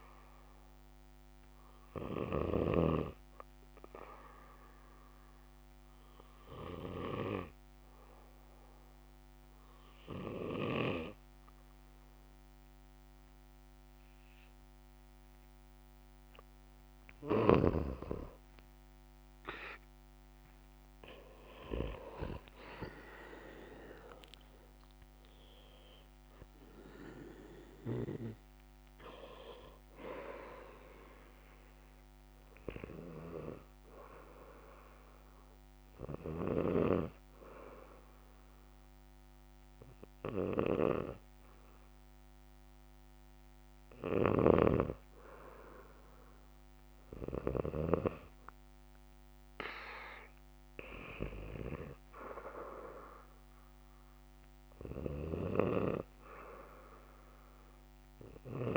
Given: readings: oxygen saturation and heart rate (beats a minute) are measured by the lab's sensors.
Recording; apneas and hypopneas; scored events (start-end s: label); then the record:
breathing in sleep by a microphone on the trachea; 2
0.00-1.50 s: arousal
0.00-3.00 s: snoring (device-marked)
3.50-17.00 s: obstructive apnea (oxygen 97% before, 91% lowest, heart rate 68 before, 62 extreme, up 9 after)
22.50-34.50 s: oxygen desaturation (device-marked, oxygen 95% before, 91% lowest, heart rate 67 before, 59 extreme)
23.00-26.00 s: arousal
33.00-45.00 s: hypopnea (oxygen 96% before, 90% lowest, heart rate 71 before, 59 extreme, up 9 after)
44.50-48.00 s: snoring (device-marked)
47.50-50.50 s: arousal
From the record:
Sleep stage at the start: N2 (light sleep); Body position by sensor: on the back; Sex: male